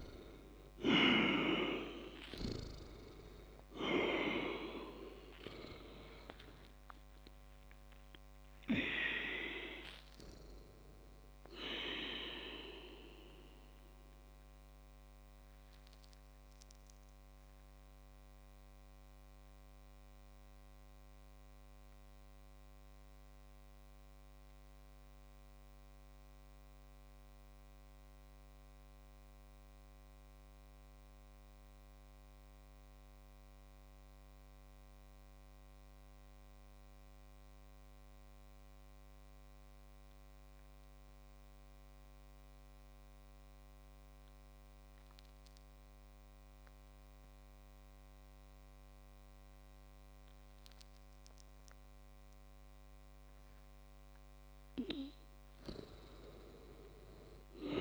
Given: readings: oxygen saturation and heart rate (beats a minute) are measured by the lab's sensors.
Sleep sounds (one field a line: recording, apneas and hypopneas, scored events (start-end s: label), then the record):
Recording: breathing in sleep by a microphone on the trachea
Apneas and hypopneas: 1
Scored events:
0.00-2.50 s: snoring (device-marked)
0.00-12.50 s: oxygen desaturation (device-marked, oxygen 95% lowest, heart rate 39 extreme)
2.50-7.00 s: arousal
15.00-53.50 s: mixed apnea (oxygen 99% before, 96% lowest)
53.50-57.81 s: oxygen desaturation (device-marked, oxygen 100% before, 96% lowest)
From the record:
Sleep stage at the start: N2 (light sleep)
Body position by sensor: on the back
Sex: male